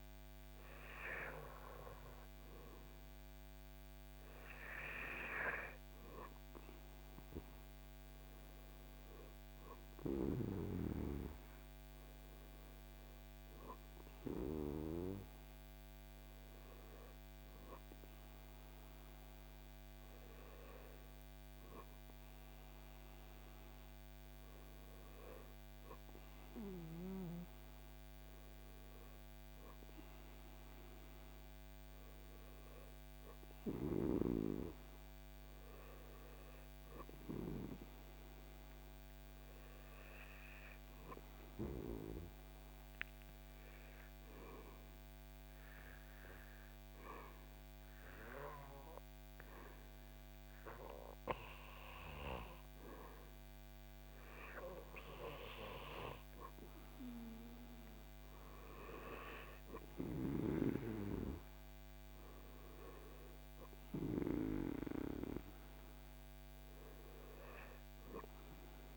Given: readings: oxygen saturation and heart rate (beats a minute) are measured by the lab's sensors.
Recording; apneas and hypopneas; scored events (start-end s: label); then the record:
breathing in sleep by a microphone on the trachea; 1
42.50-56.00 s: hypopnea (oxygen 95% before, 88% lowest, heart rate 80 before, 78 extreme, up 12 after)
58.50-62.50 s: arousal
62.50-68.97 s: oxygen desaturation (device-marked, oxygen 94% before, 88% lowest, heart rate 82 before, 78 extreme)
From the record:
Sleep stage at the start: N2 (light sleep); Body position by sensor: on the back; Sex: male